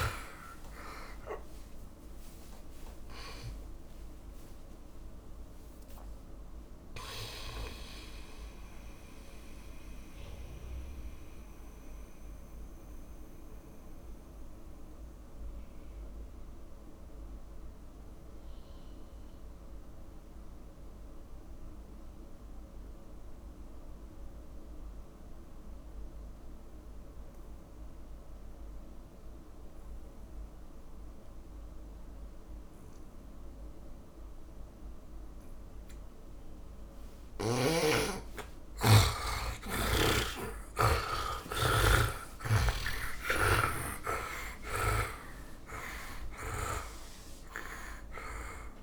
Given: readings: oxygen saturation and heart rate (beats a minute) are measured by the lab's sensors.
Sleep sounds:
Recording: breathing in sleep by a room microphone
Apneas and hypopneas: 1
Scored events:
0.00-3.00 s: arousal
0.00-4.50 s: tachycardia (device-marked, heart rate 133 extreme)
0.00-28.50 s: oxygen desaturation (device-marked, oxygen 75% lowest, heart rate 47 extreme)
10.50-37.50 s: mixed apnea (oxygen 99% before, 75% lowest, heart rate 85 before, 52 extreme, up 17 after)
34.50-48.83 s: oxygen desaturation (device-marked, oxygen 100% before, 76% lowest, heart rate 55 before, 49 extreme)
38.50-44.00 s: arousal
From the record:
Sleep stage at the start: N2 (light sleep)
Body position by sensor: on the back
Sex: male

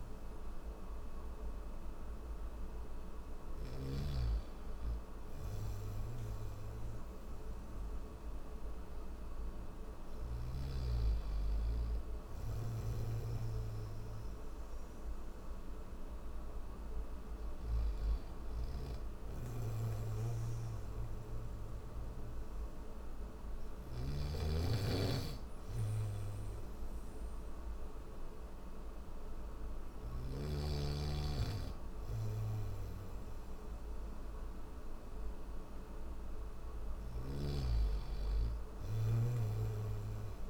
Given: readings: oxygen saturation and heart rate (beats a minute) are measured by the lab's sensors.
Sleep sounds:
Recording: breathing in sleep by a room microphone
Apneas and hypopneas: none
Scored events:
12.00-23.50 s: snoring (device-marked)
From the record:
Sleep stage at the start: N1 (lightest sleep)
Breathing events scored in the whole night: 29 in 6.0 hours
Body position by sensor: on the back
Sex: male

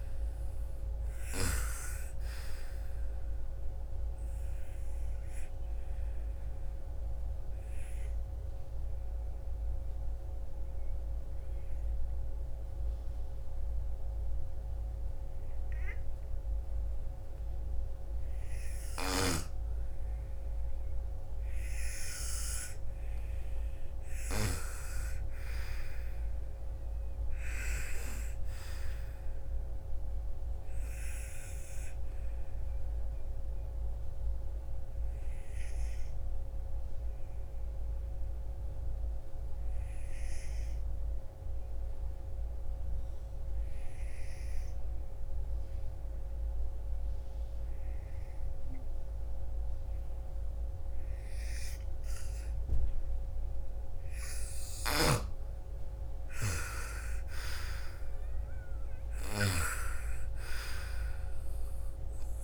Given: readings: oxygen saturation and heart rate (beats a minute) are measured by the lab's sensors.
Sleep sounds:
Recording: breathing in sleep by a room microphone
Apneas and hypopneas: 2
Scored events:
0.00-17.50 s: oxygen desaturation (device-marked, oxygen 90% lowest, heart rate 54 extreme)
3.50-17.50 s: obstructive apnea (oxygen 98% before, 85% lowest, heart rate 58 before, 54 extreme, up 6 after)
19.00-23.00 s: arousal
24.50-43.50 s: oxygen desaturation (device-marked, oxygen 98% before, 91% lowest, heart rate 59 before, 39 extreme)
31.00-53.00 s: obstructive apnea (oxygen 98% before, 85% lowest, heart rate 59 before, 39 extreme, up 20 after)
48.50-62.44 s: oxygen desaturation (device-marked, oxygen 98% before, 85% lowest, heart rate 58 before, 39 extreme)
54.00-62.00 s: snoring (device-marked)
54.50-57.50 s: arousal
From the record:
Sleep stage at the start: N2 (light sleep)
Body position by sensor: on the right side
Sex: female

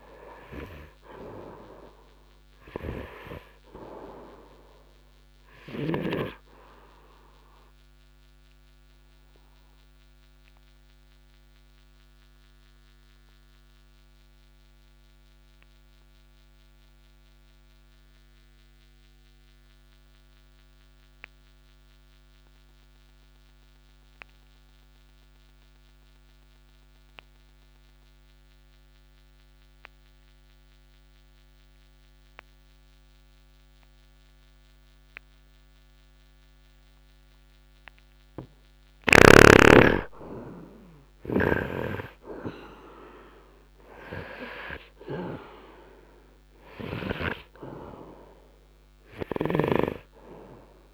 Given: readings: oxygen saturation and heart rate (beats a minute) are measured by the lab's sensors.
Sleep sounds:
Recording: breathing in sleep by a microphone on the trachea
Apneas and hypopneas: 1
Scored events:
0.00-26.00 s: oxygen desaturation (device-marked, oxygen 76% lowest, heart rate 52 extreme)
9.50-37.50 s: obstructive apnea (oxygen 98% before, 73% lowest, heart rate 63 before, 52 extreme, up 6 after)
32.00-50.94 s: oxygen desaturation (device-marked, oxygen 97% before, 73% lowest, heart rate 68 before, 52 extreme)
39.50-44.50 s: arousal
From the record:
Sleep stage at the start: N2 (light sleep)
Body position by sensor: upright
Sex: male

